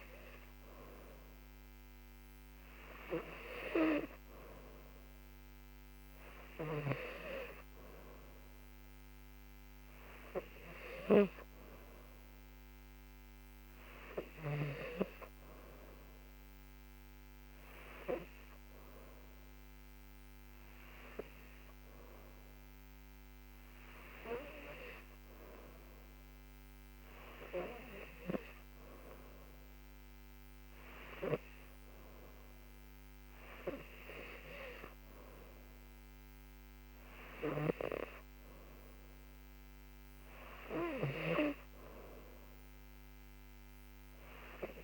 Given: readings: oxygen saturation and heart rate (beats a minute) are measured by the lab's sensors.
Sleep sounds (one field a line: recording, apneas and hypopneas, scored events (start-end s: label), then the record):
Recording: breathing in sleep by a microphone on the trachea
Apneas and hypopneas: none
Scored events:
none scored
From the record:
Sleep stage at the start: N3 (deep sleep)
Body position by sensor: on the back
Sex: female